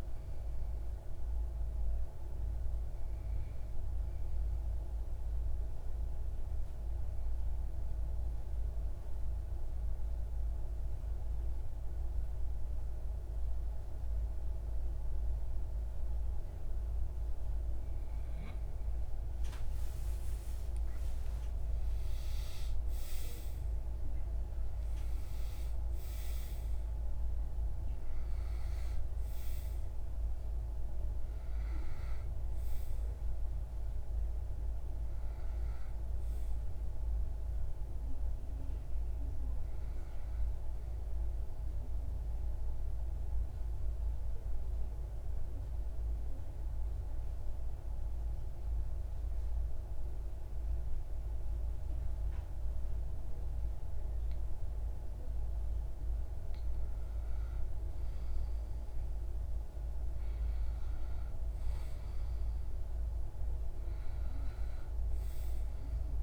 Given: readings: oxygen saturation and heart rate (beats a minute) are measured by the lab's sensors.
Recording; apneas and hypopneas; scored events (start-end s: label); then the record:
breathing in sleep, hard to hear, by a room microphone; 2
4.00-16.50 s: obstructive apnea (oxygen 96% before, 94% lowest, heart rate 64 before, 63 extreme, up 3 after)
18.00-22.50 s: arousal
40.50-55.00 s: mixed apnea (oxygen 96% before, 94% lowest, heart rate 66 before, 63 extreme, up 2 after)
58.00-61.50 s: arousal
From the record:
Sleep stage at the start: REM sleep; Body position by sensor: on the back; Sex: male